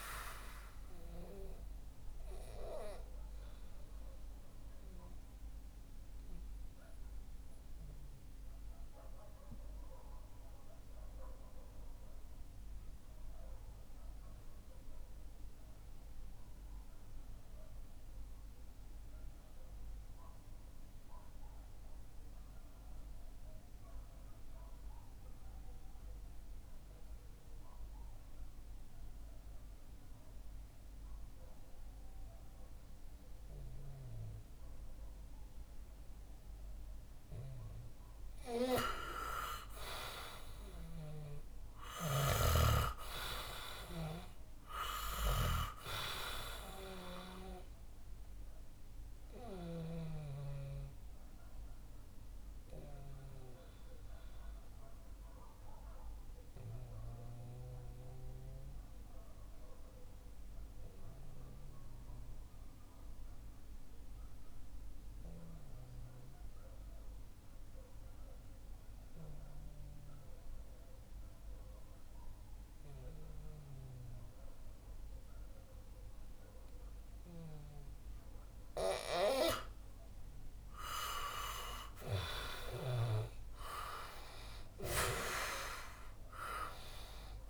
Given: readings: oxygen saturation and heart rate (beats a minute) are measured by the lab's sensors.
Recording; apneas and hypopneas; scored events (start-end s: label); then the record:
breathing in sleep by a room microphone; 2
0.00-21.50 s: oxygen desaturation (device-marked, oxygen 89% lowest, heart rate 58 extreme)
3.00-37.50 s: mixed apnea (oxygen 98% before, 88% lowest, heart rate 65 before, 58 extreme, up 7 after)
39.50-66.50 s: oxygen desaturation (device-marked, oxygen 97% before, 88% lowest, heart rate 64 before, 60 extreme)
40.00-44.00 s: arousal
41.00-49.50 s: snoring (device-marked)
49.50-78.50 s: obstructive apnea (oxygen 99% before, 88% lowest, heart rate 65 before, 58 extreme, up 5 after)
80.50-87.50 s: oxygen desaturation (device-marked, oxygen 98% before, 88% lowest, heart rate 62 before, 58 extreme)
81.50-87.50 s: arousal
From the record:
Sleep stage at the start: N2 (light sleep); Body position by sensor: on the back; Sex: male